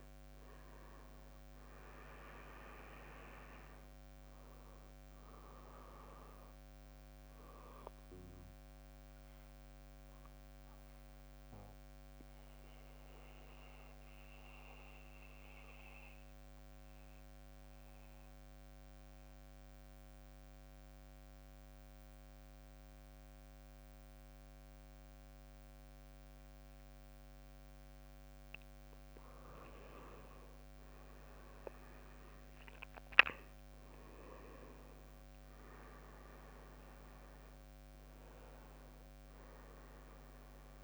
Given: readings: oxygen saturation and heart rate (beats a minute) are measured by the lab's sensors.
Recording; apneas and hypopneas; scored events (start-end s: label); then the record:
breathing in sleep by a microphone on the trachea; 1
0.00-2.00 s: arousal
0.00-11.00 s: drop in pulse transit time (device-marked, heart rate 59 extreme)
0.00-21.00 s: oxygen desaturation (device-marked, oxygen 91% lowest, heart rate 54 extreme)
10.00-28.00 s: mixed apnea (oxygen 98% before, 91% lowest, heart rate 67 before, 54 extreme, up 15 after)
31.00-35.00 s: arousal
31.00-40.84 s: drop in pulse transit time (device-marked, heart rate 58 before, 61 extreme)
34.00-40.84 s: oxygen desaturation (device-marked, oxygen 98% before, 91% lowest, heart rate 60 before, 54 extreme)
From the record:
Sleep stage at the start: N2 (light sleep); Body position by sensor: on the back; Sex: male